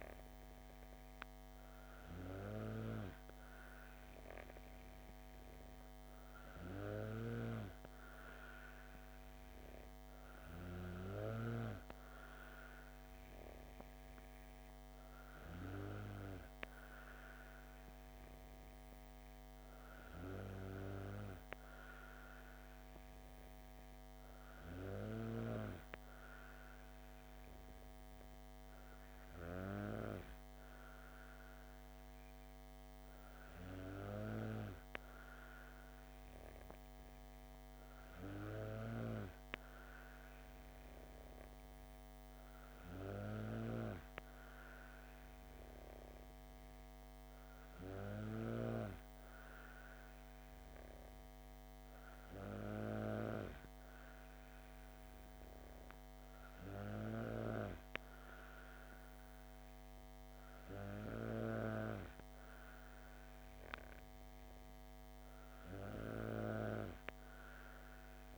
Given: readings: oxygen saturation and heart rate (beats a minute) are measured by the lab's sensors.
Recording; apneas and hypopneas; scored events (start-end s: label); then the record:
breathing in sleep by a microphone on the trachea; none
7.00-11.50 s: snoring (device-marked)
From the record:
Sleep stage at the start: N2 (light sleep); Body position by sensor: on the back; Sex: female